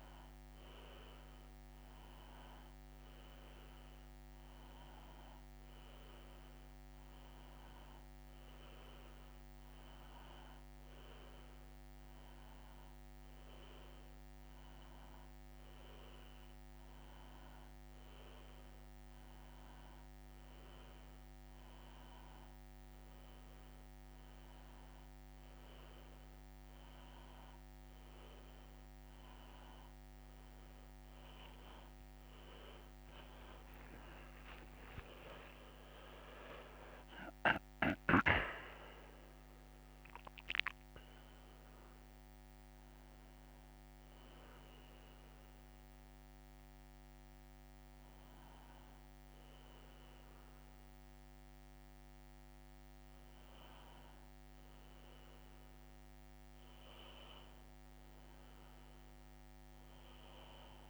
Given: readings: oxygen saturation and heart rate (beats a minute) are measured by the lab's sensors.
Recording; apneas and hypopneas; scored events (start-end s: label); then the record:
breathing in sleep by a microphone on the trachea; none
33.00-36.50 s: arousal
35.00-37.00 s: long interval between heartbeats (device-marked, heart rate 85 before, 113 extreme)
From the record:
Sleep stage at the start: N2 (light sleep); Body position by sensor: on the back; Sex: male